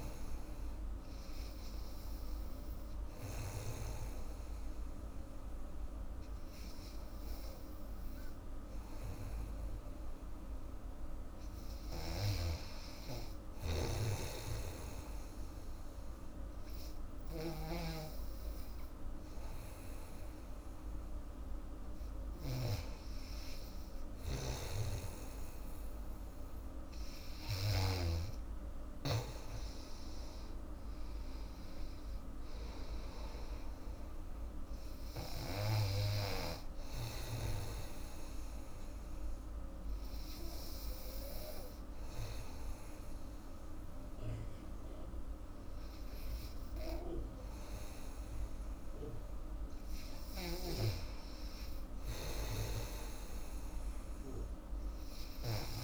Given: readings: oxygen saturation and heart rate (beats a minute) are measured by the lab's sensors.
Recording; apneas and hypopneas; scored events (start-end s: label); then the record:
breathing in sleep by a room microphone; 2
0.00-10.50 s: oxygen desaturation (device-marked, oxygen 93% lowest, heart rate 77 extreme)
12.00-28.00 s: snoring (device-marked)
16.50-26.50 s: hypopnea (oxygen 97% before, 93% lowest, heart rate 81 before, 79 extreme, up 9 after)
30.00-33.50 s: arousal
37.00-50.50 s: hypopnea (oxygen 97% before, 94% lowest, heart rate 83 before, 73 extreme, up 4 after)
50.00-55.84 s: snoring (device-marked)
53.00-55.84 s: arousal
From the record:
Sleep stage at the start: N2 (light sleep); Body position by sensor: on the back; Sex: female